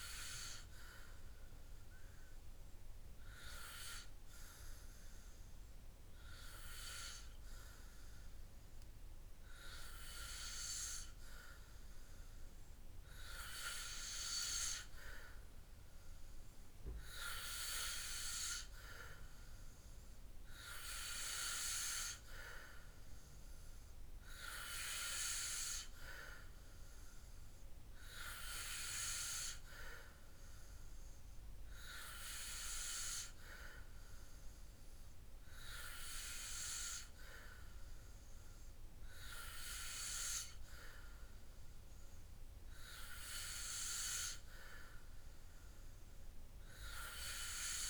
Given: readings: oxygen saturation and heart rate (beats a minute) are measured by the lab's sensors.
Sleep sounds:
breathing in sleep by a room microphone; none
3.50-47.90 s: new sleep stage, N3 (deep sleep)
From the record:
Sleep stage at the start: N2 (light sleep); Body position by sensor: on the back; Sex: male

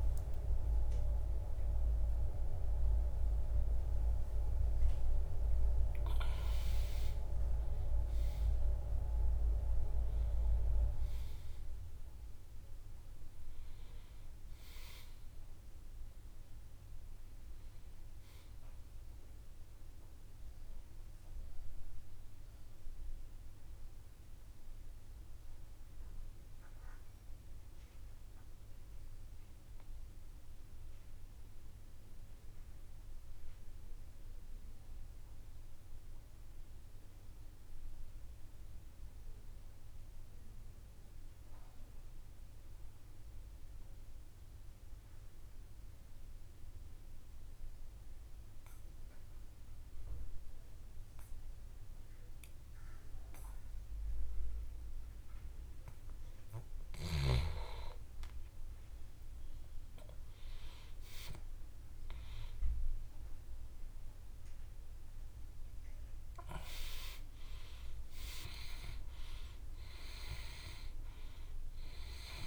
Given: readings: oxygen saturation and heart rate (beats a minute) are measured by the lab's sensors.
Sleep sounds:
breathing in sleep by a room microphone; 1
0.00-4.50 s: arousal
0.00-35.50 s: oxygen desaturation (device-marked, oxygen 82% lowest, heart rate 45 extreme)
21.50-56.00 s: obstructive apnea (oxygen 95% before, 82% lowest, heart rate 80 before, 45 extreme, up 24 after)
58.00-63.00 s: arousal
62.50-72.47 s: oxygen desaturation (device-marked, oxygen 96% before, 91% lowest, heart rate 59 before, 68 extreme)
From the record:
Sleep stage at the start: N2 (light sleep); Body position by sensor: on the back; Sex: male

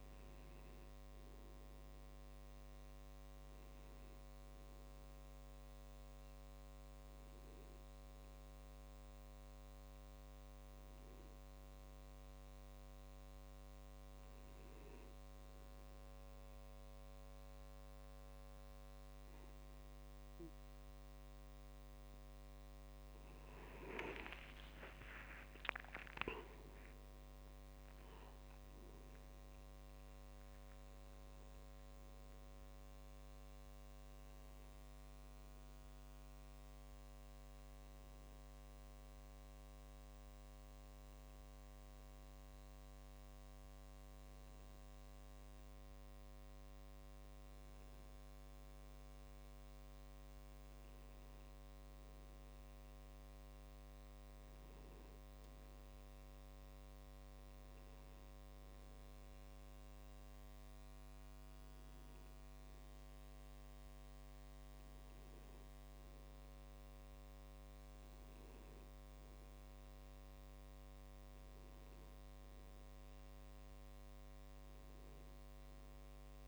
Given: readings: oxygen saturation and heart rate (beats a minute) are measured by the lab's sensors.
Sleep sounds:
breathing in sleep, hard to hear, by a microphone on the trachea; 1
5.00-15.00 s: hypopnea (oxygen 96% before, 93% lowest)
14.00-32.00 s: tachycardia (device-marked, heart rate 56 before, 166 extreme)
24.00-27.50 s: arousal
74.00-76.48 s: new sleep stage, N2 (light sleep)
From the record:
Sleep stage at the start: N1 (lightest sleep); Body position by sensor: on the back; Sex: male

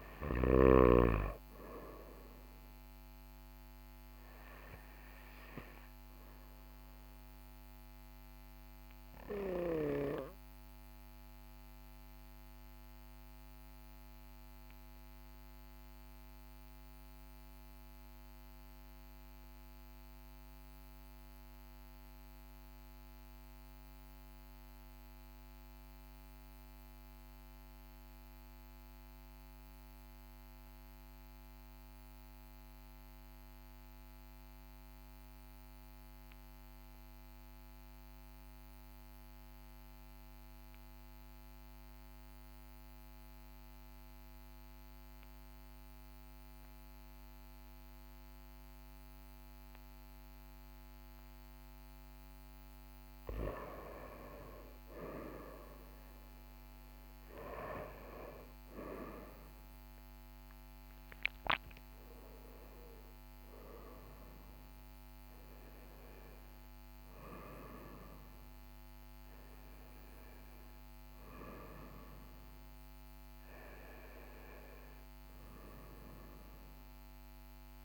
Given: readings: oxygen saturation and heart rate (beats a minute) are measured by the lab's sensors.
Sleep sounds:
breathing in sleep by a microphone on the trachea; 1
4.00-17.00 s: oxygen desaturation (device-marked, oxygen 94% before, 91% lowest, heart rate 43 before, 39 extreme)
9.00-51.50 s: obstructive apnea (oxygen 96% before, 91% lowest, heart rate 42 before, 39 extreme, up 1 after)
54.00-58.50 s: arousal
From the record:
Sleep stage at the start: N2 (light sleep); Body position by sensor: on the back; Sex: male

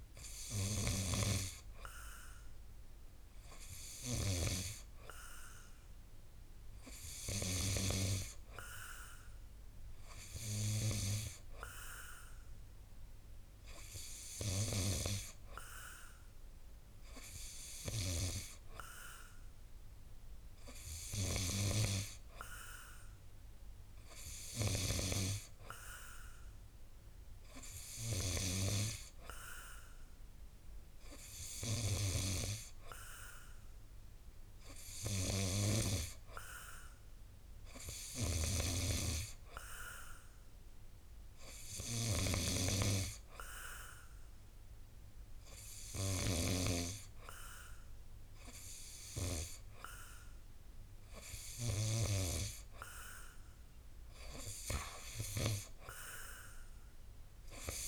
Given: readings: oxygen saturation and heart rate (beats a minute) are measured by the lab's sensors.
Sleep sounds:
breathing in sleep by a room microphone; none
41.50-46.50 s: snoring (device-marked)
From the record:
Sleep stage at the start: N2 (light sleep); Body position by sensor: on the back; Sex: male

